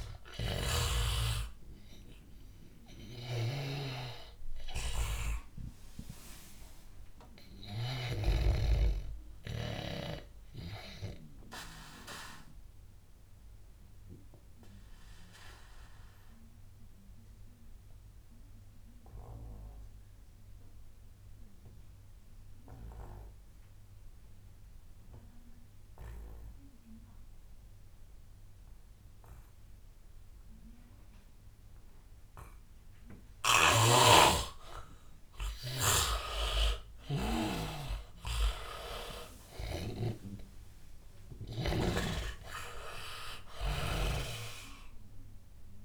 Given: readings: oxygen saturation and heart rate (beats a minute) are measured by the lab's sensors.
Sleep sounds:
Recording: breathing in sleep by a room microphone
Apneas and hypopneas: 1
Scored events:
0.00-1.00 s: snoring (device-marked)
0.00-14.00 s: oxygen desaturation (device-marked, oxygen 76% lowest, heart rate 83 extreme)
3.00-8.00 s: snoring (device-marked)
11.50-34.50 s: obstructive apnea (oxygen 96% before, 78% lowest, heart rate 94 before, 86 extreme, up 10 after)
29.00-45.85 s: oxygen desaturation (device-marked, oxygen 100% before, 80% lowest, heart rate 92 before, 82 extreme)
33.50-38.00 s: snoring (device-marked)
36.00-38.50 s: arousal
40.00-44.00 s: snoring (device-marked)
From the record:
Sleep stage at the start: N2 (light sleep)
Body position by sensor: on the back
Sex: male

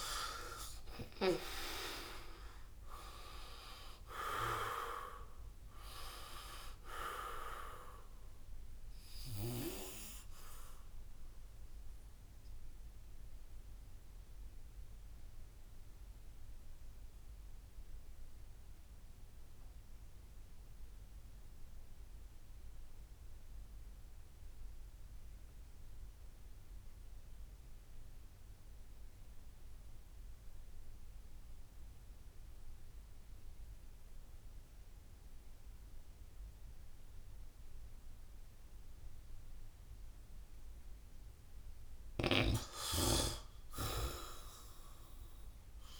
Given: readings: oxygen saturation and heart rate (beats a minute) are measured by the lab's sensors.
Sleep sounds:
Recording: breathing in sleep by a room microphone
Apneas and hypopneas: 1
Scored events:
0.00-3.00 s: arousal
0.00-28.00 s: oxygen desaturation (device-marked, oxygen 67% lowest, heart rate 70 extreme)
11.50-41.00 s: obstructive apnea (oxygen 80% before, 67% lowest, heart rate 83 before, 67 extreme, up 6 after)
35.00-46.00 s: oxygen desaturation (device-marked, oxygen 97% before, 74% lowest, heart rate 75 before, 65 extreme)
43.50-46.00 s: arousal
From the record:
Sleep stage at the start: REM sleep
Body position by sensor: on the back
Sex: male

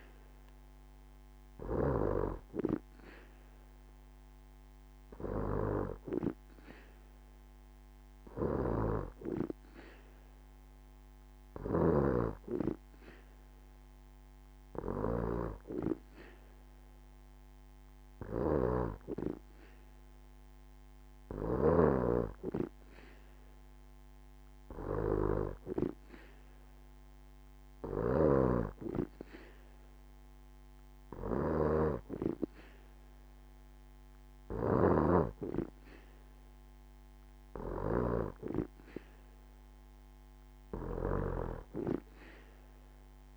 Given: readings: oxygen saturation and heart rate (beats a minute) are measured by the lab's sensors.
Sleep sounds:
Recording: breathing in sleep by a microphone on the trachea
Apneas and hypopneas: none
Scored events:
none scored
From the record:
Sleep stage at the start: N2 (light sleep)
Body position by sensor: on the back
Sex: female

